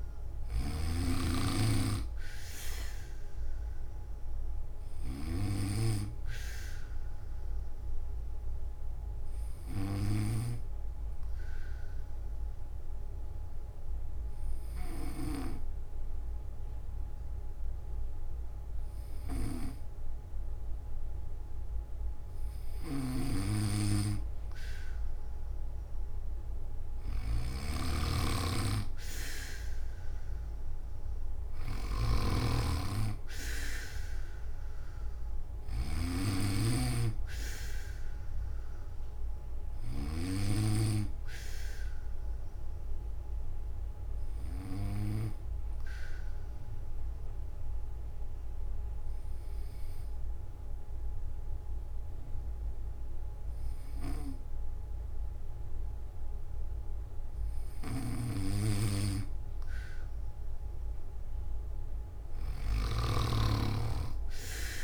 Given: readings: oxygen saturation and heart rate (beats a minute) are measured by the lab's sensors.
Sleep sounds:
breathing in sleep by a room microphone; 2
0.00-5.00 s: snoring (device-marked)
6.50-20.50 s: hypopnea (oxygen 97% before, 92% lowest, heart rate 80 before, 51 extreme, up 13 after)
6.50-21.50 s: oxygen desaturation (device-marked, oxygen 96% before, 92% lowest, heart rate 80 before, 51 extreme)
22.50-40.00 s: snoring (device-marked)
34.50-56.50 s: oxygen desaturation (device-marked, oxygen 96% before, 92% lowest, heart rate 99 before, 110 extreme)
41.00-57.00 s: hypopnea (oxygen 96% before, 91% lowest, heart rate 97 before, 110 extreme, up 46 after)
57.50-64.84 s: snoring (device-marked)
From the record:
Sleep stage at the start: N1 (lightest sleep); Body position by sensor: on the back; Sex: male

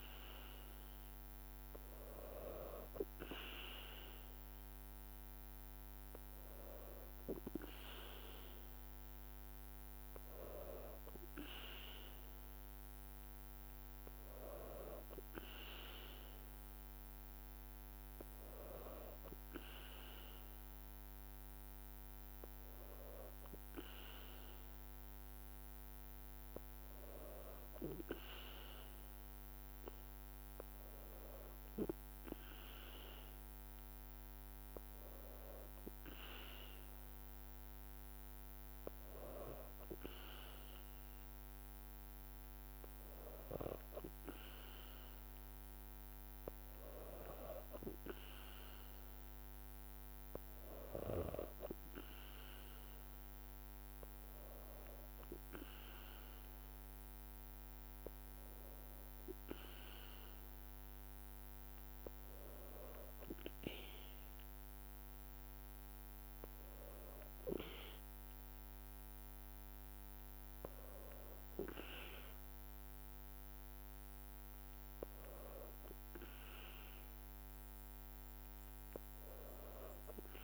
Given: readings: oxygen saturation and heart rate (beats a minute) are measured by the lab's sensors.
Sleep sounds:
breathing in sleep by a microphone on the trachea; none
none scored
From the record:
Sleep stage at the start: N2 (light sleep); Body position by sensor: on the back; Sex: female

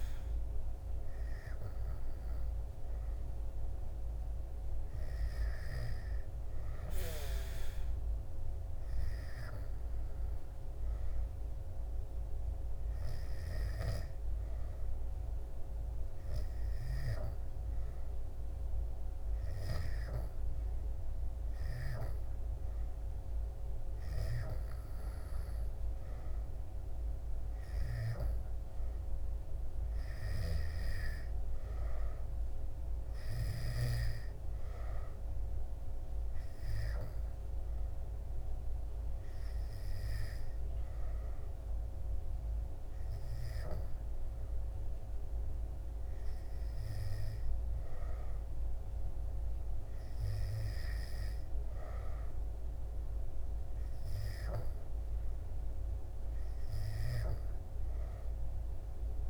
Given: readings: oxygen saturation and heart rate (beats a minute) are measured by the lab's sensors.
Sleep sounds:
breathing in sleep by a room microphone; none
none scored
From the record:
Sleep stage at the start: N2 (light sleep); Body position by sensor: on the back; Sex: male

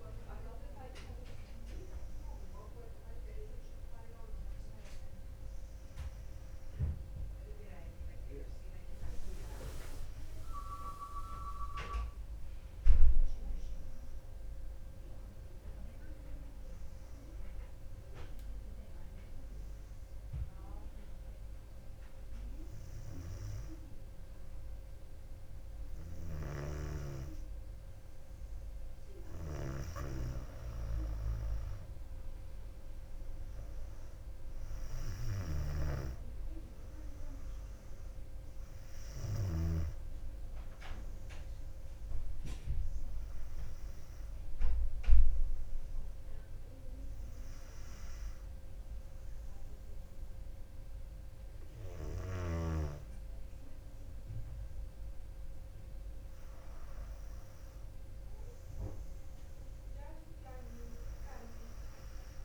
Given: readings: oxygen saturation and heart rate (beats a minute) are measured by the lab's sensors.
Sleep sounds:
breathing in sleep by a room microphone; 2
15.00-26.50 s: obstructive apnea (oxygen 98% before, 94% lowest, heart rate 58 before, 55 extreme, up 2 after)
29.50-34.00 s: arousal
34.00-50.00 s: oxygen desaturation (device-marked, oxygen 98% before, 94% lowest, heart rate 60 before, 55 extreme)
46.00-57.00 s: hypopnea (oxygen 98% before, 95% lowest, heart rate 59 before, 56 extreme, up 5 after)
59.50-62.45 s: arousal
From the record:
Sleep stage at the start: N2 (light sleep); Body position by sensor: on the back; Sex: female

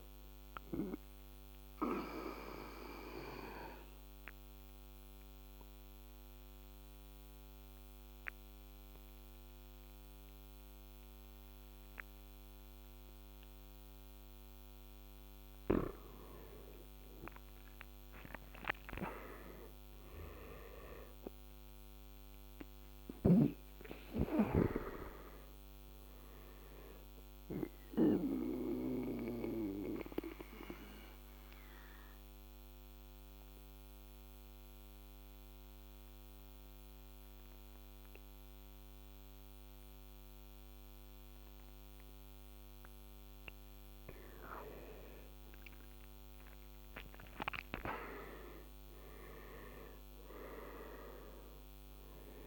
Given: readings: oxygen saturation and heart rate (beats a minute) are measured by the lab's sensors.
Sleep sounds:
breathing in sleep by a microphone on the trachea; 2
0.00-14.50 s: oxygen desaturation (device-marked, oxygen 90% lowest, heart rate 83 extreme)
1.00-14.00 s: obstructive apnea (oxygen 96% before, 90% lowest, heart rate 86 before, 83 extreme, up 5 after)
16.00-20.00 s: arousal
28.00-43.00 s: mixed apnea (oxygen 96% before, 92% lowest, heart rate 88 before, 81 extreme, up 10 after)
43.50-48.00 s: arousal
48.50-52.47 s: oxygen desaturation (device-marked, oxygen 96% before, 92% lowest, heart rate 85 before, 80 extreme)
From the record:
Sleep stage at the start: N2 (light sleep); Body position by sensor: on the right side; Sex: male

